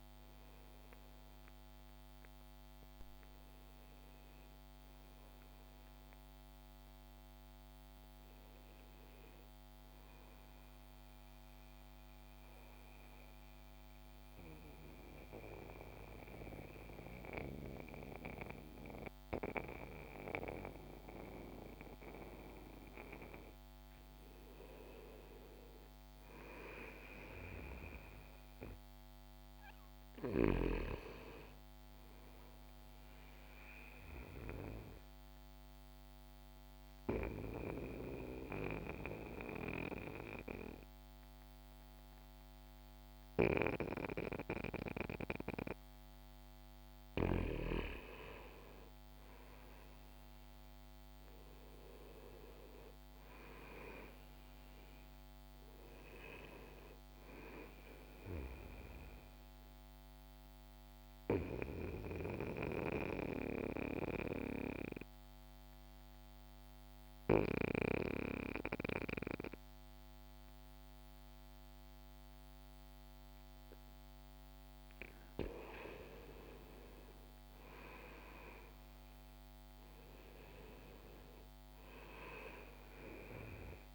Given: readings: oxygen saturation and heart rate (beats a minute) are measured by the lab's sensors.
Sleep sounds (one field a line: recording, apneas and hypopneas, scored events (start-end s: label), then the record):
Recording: breathing in sleep by a microphone on the trachea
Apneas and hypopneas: 3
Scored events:
11.00-23.00 s: mixed apnea (oxygen 95% before, 91% lowest, heart rate 67 before, 60 extreme, up 3 after)
18.50-83.94 s: new sleep stage, N2 (light sleep)
24.50-28.50 s: arousal
31.50-46.50 s: oxygen desaturation (device-marked, oxygen 96% before, 91% lowest, heart rate 63 before, 60 extreme)
33.50-48.00 s: mixed apnea (oxygen 96% before, 91% lowest, heart rate 63 before, 60 extreme, up 5 after)
49.00-53.50 s: arousal
59.50-74.50 s: oxygen desaturation (device-marked, oxygen 95% before, 91% lowest, heart rate 62 before, 59 extreme)
60.00-75.50 s: mixed apnea (oxygen 96% before, 91% lowest, heart rate 62 before, 59 extreme, up 4 after)
76.50-80.50 s: arousal
From the record:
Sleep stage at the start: N1 (lightest sleep)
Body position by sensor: on the back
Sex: male